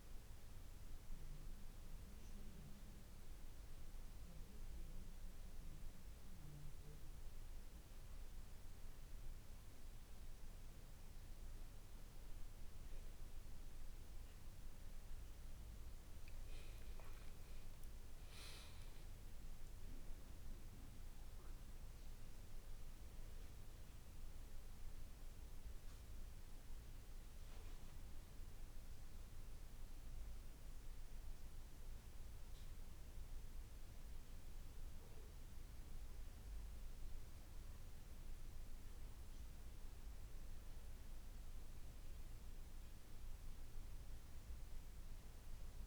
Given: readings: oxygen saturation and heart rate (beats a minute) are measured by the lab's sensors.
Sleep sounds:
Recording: breathing in sleep, hard to hear, by a room microphone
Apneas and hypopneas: none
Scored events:
none scored
From the record:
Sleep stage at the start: N2 (light sleep)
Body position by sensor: on the back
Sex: male

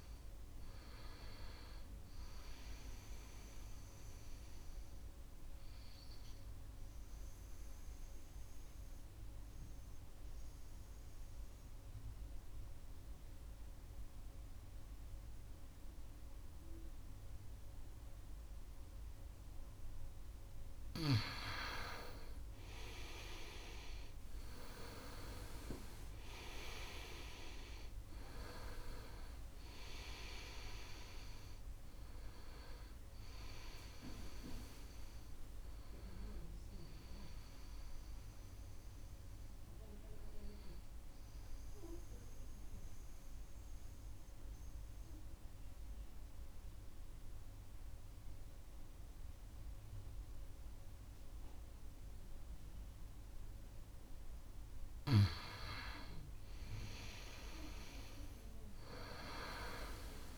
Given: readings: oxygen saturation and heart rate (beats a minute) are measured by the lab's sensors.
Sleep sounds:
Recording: breathing in sleep by a room microphone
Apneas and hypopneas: 2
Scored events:
0.00-16.00 s: oxygen desaturation (device-marked, oxygen 91% lowest, heart rate 67 extreme)
7.50-20.00 s: mixed apnea (oxygen 97% before, 89% lowest, heart rate 71 before, 68 extreme, up 4 after)
21.00-25.50 s: arousal
25.00-47.00 s: oxygen desaturation (device-marked, oxygen 97% before, 89% lowest, heart rate 69 before, 66 extreme)
42.00-55.00 s: mixed apnea (oxygen 97% before, 89% lowest, heart rate 71 before, 62 extreme, up 5 after)
58.00-60.38 s: arousal
59.00-60.38 s: oxygen desaturation (device-marked, oxygen 98% before, 90% lowest, heart rate 69 before, 62 extreme)
From the record:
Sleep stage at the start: N2 (light sleep)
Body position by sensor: on the right side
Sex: male

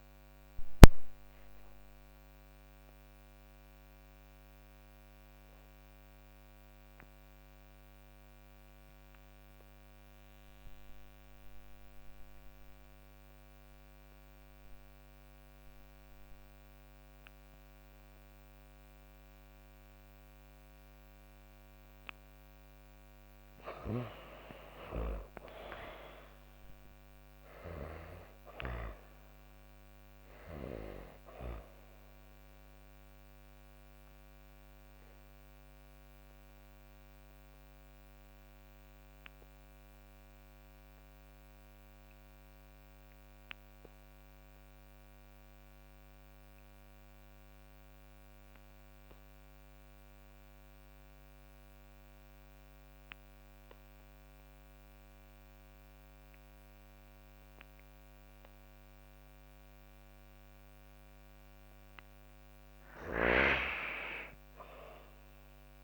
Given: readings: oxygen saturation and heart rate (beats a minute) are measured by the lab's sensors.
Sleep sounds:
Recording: breathing in sleep by a microphone on the trachea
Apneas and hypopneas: 2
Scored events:
0.00-6.50 s: oxygen desaturation (device-marked, oxygen 93% lowest, heart rate 46 extreme)
1.00-22.00 s: obstructive apnea (oxygen 97% before, 85% lowest, heart rate 111 before, 89 extreme, up 36 after)
18.50-51.50 s: oxygen desaturation (device-marked, oxygen 97% before, 85% lowest, heart rate 101 before, 95 extreme)
23.50-28.00 s: arousal
33.00-61.00 s: obstructive apnea (oxygen 97% before, 81% lowest, heart rate 115 before, 104 extreme, up 26 after)
59.50-65.84 s: oxygen desaturation (device-marked, oxygen 98% before, 85% lowest, heart rate 122 before, 79 extreme)
62.00-65.50 s: arousal
From the record:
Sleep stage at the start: N2 (light sleep)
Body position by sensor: on the back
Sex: female

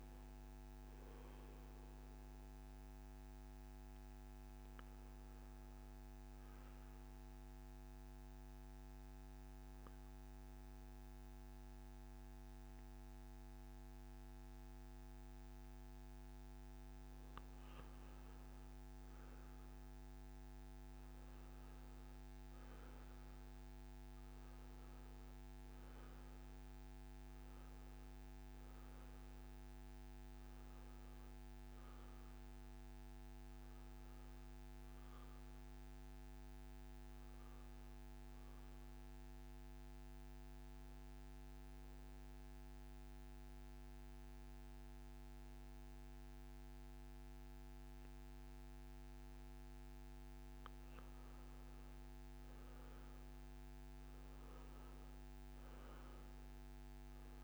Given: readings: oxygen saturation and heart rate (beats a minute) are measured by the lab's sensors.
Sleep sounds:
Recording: breathing in sleep, hard to hear, by a microphone on the trachea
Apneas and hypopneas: 1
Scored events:
13.50-22.50 s: oxygen desaturation (device-marked, oxygen 96% before, 92% lowest, heart rate 63 before, 64 extreme)
27.50-37.50 s: oxygen desaturation (device-marked, oxygen 93% before, 89% lowest, heart rate 63 before, 64 extreme)
40.00-51.00 s: hypopnea (oxygen 95% before, 86% lowest, heart rate 69 before, 64 extreme, up 4 after)
53.00-56.50 s: arousal
53.50-57.44 s: oxygen desaturation (device-marked, oxygen 95% before, 86% lowest, heart rate 69 before, 63 extreme)
From the record:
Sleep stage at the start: N1 (lightest sleep)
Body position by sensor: on the back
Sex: male

